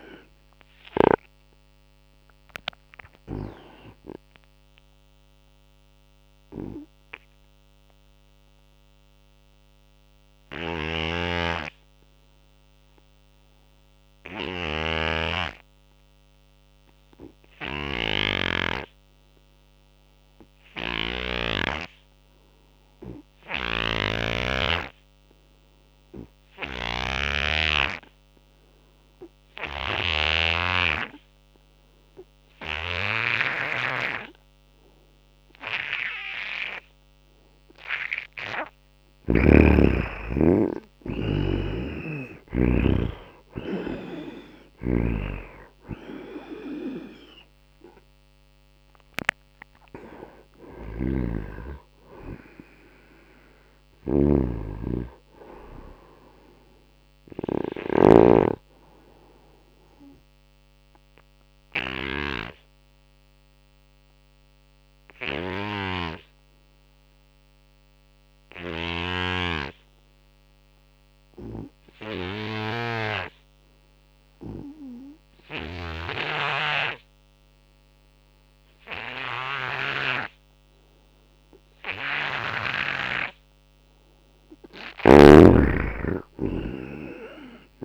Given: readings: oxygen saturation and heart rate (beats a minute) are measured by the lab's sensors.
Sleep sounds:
breathing in sleep by a microphone on the trachea; 2
0.00-1.00 s: snoring (device-marked)
0.00-15.50 s: oxygen desaturation (device-marked, oxygen 75% lowest, heart rate 62 extreme)
2.50-37.00 s: obstructive apnea (oxygen 97% before, 74% lowest, heart rate 81 before, 62 extreme, up 24 after)
10.50-18.50 s: snoring (device-marked)
17.50-65.50 s: oxygen desaturation (device-marked, oxygen 99% before, 74% lowest, heart rate 88 before, 62 extreme)
20.50-30.00 s: snoring (device-marked)
38.50-43.00 s: arousal
41.50-58.00 s: snoring (device-marked)
58.00-83.50 s: obstructive apnea (oxygen 91% before, 74% lowest, heart rate 86 before, 78 extreme, up 4 after)
79.50-87.85 s: oxygen desaturation (device-marked, oxygen 98% before, 79% lowest, heart rate 84 before, 77 extreme)
84.50-87.85 s: snoring (device-marked)
85.50-87.85 s: arousal
From the record:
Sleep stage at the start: N2 (light sleep); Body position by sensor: on the right side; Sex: male

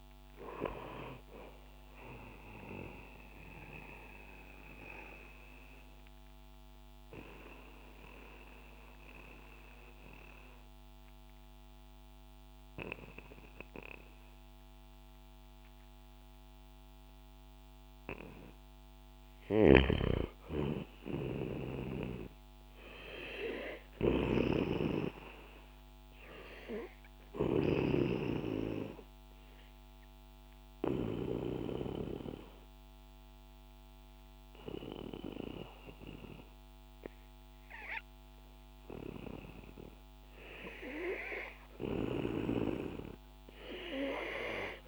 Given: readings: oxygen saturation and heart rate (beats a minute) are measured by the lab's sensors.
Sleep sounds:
breathing in sleep by a microphone on the trachea; 2
0.00-6.50 s: oxygen desaturation (device-marked, oxygen 90% lowest, heart rate 57 extreme)
5.50-18.00 s: mixed apnea (oxygen 94% before, 89% lowest, heart rate 75 before, 60 extreme, up 8 after)
19.50-23.00 s: arousal
29.50-40.50 s: obstructive apnea (oxygen 98% before, 90% lowest, heart rate 64 before, 63 extreme, up 6 after)
42.00-44.88 s: arousal
From the record:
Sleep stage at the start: N2 (light sleep); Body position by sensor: on the back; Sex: male

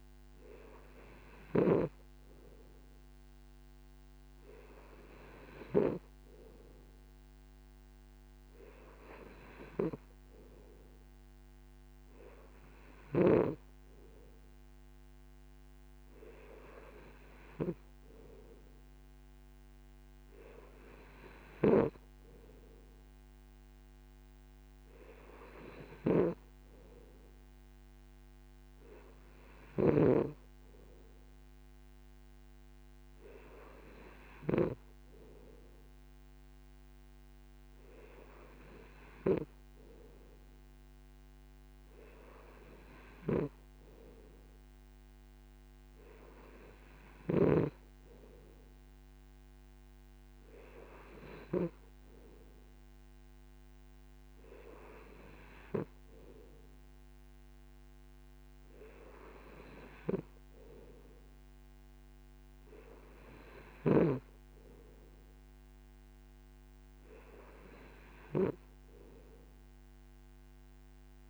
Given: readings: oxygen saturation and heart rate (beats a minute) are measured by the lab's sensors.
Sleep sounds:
breathing in sleep by a microphone on the trachea; none
none scored
From the record:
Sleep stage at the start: N2 (light sleep); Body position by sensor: on the right side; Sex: male

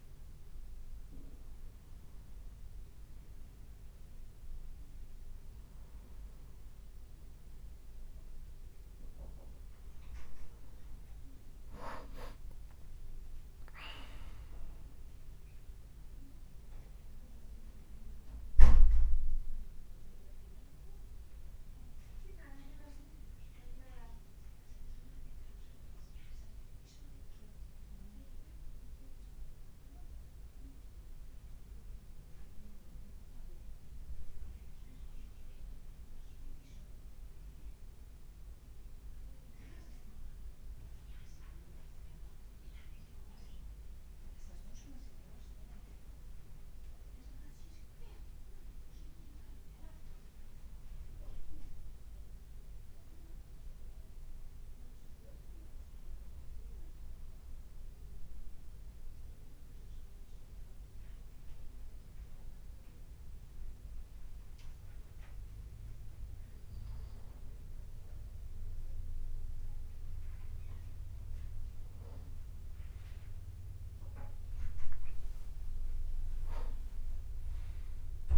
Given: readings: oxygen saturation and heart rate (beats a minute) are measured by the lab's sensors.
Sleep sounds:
breathing in sleep by a room microphone; 1
0.00-18.00 s: oxygen desaturation (device-marked, oxygen 94% before, 91% lowest, heart rate 55 before, 53 extreme)
11.50-14.00 s: leg movement (device-marked)
45.50-51.00 s: arousal
56.50-68.50 s: obstructive apnea (oxygen 97% before, 92% lowest, heart rate 54 before, 53 extreme, up 3 after)
67.00-78.38 s: oxygen desaturation (device-marked, oxygen 95% before, 92% lowest, heart rate 53 before, 53 extreme)
71.00-75.50 s: arousal
73.50-78.38 s: leg movement (device-marked)
From the record:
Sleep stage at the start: N2 (light sleep); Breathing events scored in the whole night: 203 in 4.1 hours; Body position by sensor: on the back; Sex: male

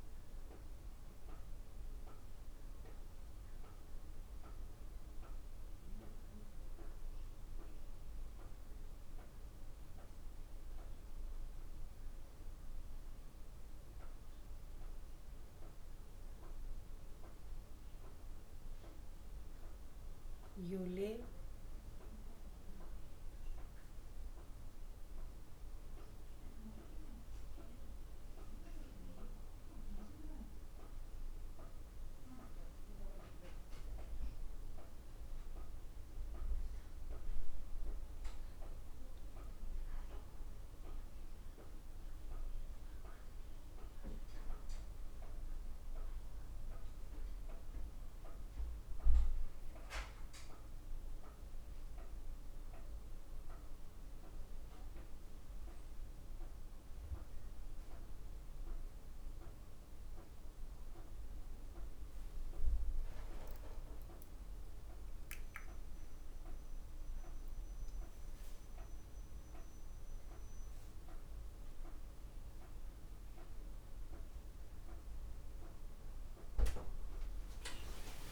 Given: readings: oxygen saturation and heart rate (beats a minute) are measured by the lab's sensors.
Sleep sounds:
breathing in sleep by a room microphone; none
none scored
From the record:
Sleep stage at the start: N2 (light sleep); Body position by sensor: on the back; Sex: female

